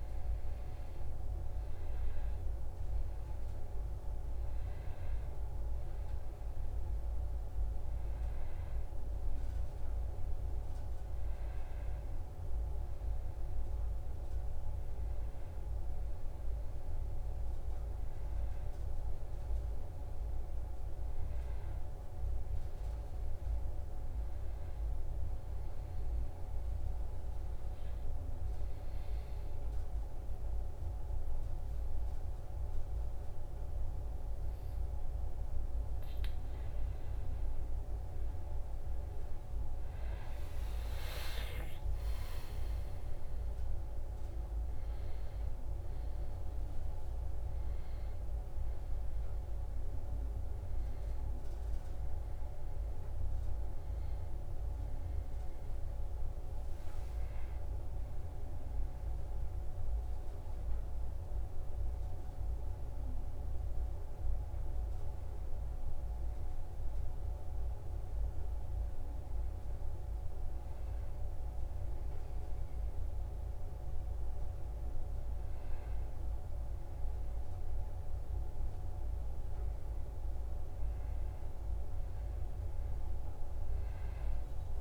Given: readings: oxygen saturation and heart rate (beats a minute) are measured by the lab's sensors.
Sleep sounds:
breathing in sleep, hard to hear, by a room microphone; 2
12.00-17.00 s: arousal
22.00-35.50 s: hypopnea (oxygen 96% before, 92% lowest, heart rate 72 before, 65 extreme, up 4 after)
28.00-84.81 s: new sleep stage, N1 (lightest sleep)
40.00-44.50 s: arousal
43.00-53.00 s: oxygen desaturation (device-marked, oxygen 95% before, 92% lowest, heart rate 70 before, 71 extreme)
60.00-74.50 s: hypopnea (oxygen 96% before, 93% lowest, heart rate 73 before, 70 extreme, up 1 after)
76.50-81.00 s: arousal
From the record:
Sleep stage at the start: N2 (light sleep); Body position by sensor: on the back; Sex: male

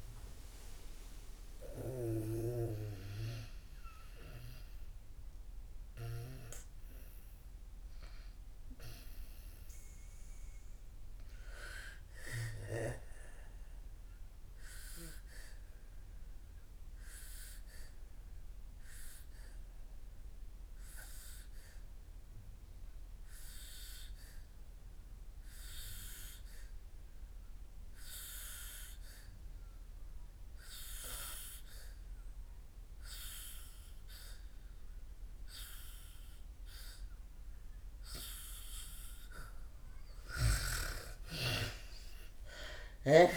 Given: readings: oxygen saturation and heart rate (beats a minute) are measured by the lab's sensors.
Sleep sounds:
breathing in sleep by a room microphone; 1
0.00-16.00 s: oxygen desaturation (device-marked, oxygen 84% lowest, heart rate 62 extreme)
13.00-38.50 s: obstructive apnea (oxygen 98% before, 83% lowest, heart rate 66 before, 54 extreme, up 0 after)
23.00-43.37 s: oxygen desaturation (device-marked, oxygen 99% before, 83% lowest, heart rate 67 before, 54 extreme)
41.00-43.37 s: arousal
From the record:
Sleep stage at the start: N2 (light sleep); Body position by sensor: on the back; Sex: female

